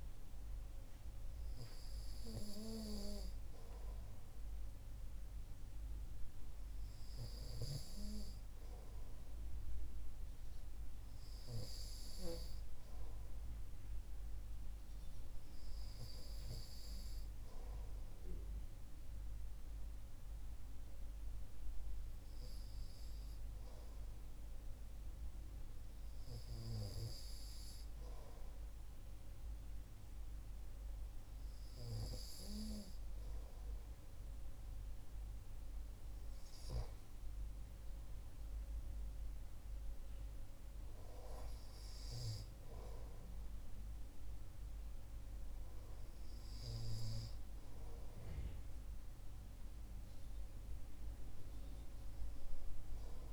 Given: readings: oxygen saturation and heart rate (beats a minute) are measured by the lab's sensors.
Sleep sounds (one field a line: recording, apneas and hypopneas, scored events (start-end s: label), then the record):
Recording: breathing in sleep by a room microphone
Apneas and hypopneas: none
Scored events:
none scored
From the record:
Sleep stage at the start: REM sleep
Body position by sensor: on the right side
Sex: male